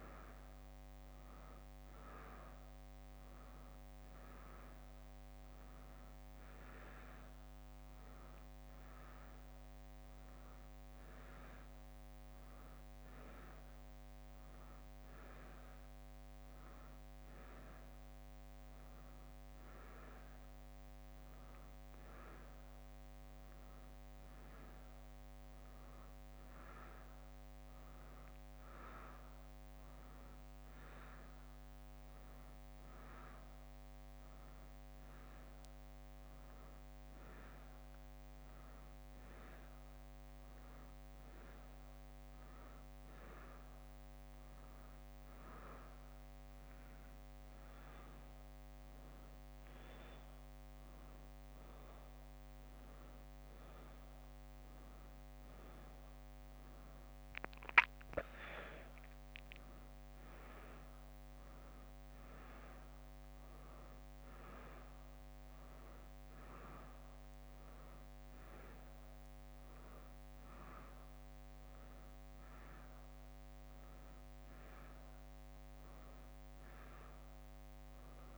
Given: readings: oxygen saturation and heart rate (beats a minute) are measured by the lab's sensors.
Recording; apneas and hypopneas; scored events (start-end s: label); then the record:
a person awake in a sleep study, hard to hear, by a microphone on the trachea; none
55.00-68.00 s: drop in pulse transit time (device-marked, heart rate 65 before, 65 extreme)
From the record:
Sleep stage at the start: awake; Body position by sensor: on the back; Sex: female